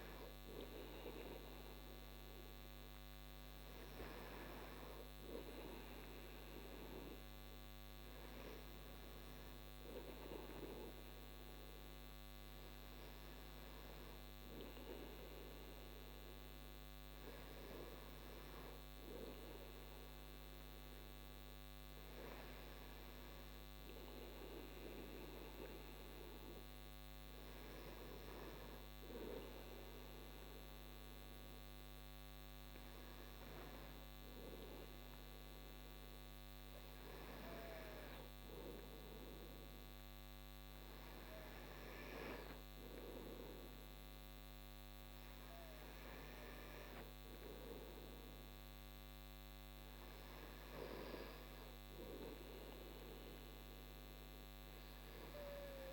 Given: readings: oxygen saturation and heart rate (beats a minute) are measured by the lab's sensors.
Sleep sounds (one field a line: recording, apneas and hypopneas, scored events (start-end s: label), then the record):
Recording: breathing in sleep by a microphone on the trachea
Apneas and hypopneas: none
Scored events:
none scored
From the record:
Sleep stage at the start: N2 (light sleep)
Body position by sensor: on the right side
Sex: male